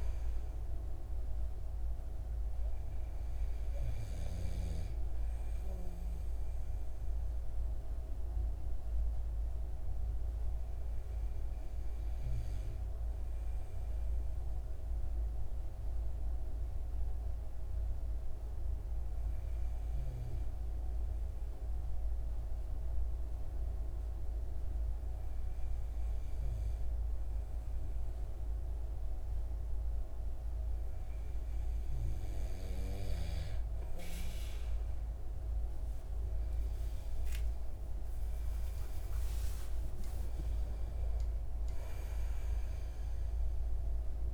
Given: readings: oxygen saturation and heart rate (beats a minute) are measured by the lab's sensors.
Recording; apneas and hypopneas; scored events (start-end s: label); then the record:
breathing in sleep, hard to hear, by a room microphone; 1
8.00-28.50 s: hypopnea (oxygen 96% before, 92% lowest)
31.50-35.00 s: arousal
39.00-44.34 s: oxygen desaturation (device-marked, oxygen 95% before, 92% lowest)
From the record:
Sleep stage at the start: N2 (light sleep); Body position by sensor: on the right side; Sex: male